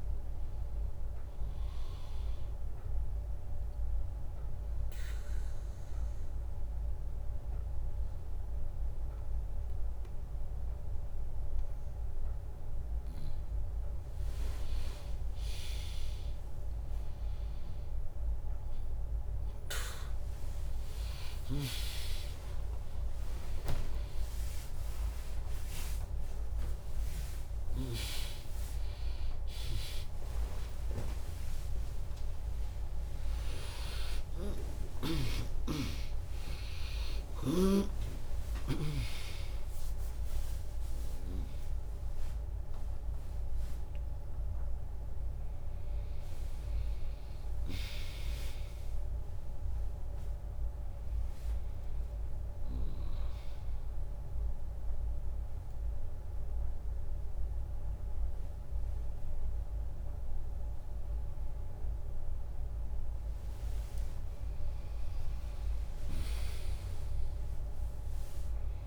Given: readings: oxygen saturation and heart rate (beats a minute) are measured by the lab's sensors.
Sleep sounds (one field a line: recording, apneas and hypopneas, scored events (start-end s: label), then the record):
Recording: a person awake in a sleep study, by a room microphone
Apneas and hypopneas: 1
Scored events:
2.50-13.50 s: obstructive apnea (oxygen 100% before, 97% lowest, heart rate 81 before, 62 extreme)
19.50-27.50 s: tachycardia (device-marked, heart rate 77 before, 146 extreme)
21.50-68.87 s: new sleep stage, awake
22.00-24.00 s: long interval between heartbeats (device-marked, heart rate 73 before, 98 extreme)
22.50-30.50 s: drop in pulse transit time (device-marked, heart rate 74 before, 107 extreme)
24.00-26.00 s: long interval between heartbeats (device-marked, heart rate 76 before, 132 extreme)
28.50-34.50 s: tachycardia (device-marked, heart rate 78 before, 119 extreme)
30.00-32.00 s: long interval between heartbeats (device-marked, heart rate 92 before, 100 extreme)
33.50-35.50 s: long interval between heartbeats (device-marked, heart rate 98 before, 119 extreme)
37.50-48.50 s: drop in pulse transit time (device-marked, heart rate 108 before, 90 extreme)
From the record:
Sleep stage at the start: N2 (light sleep)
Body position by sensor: on the right side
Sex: female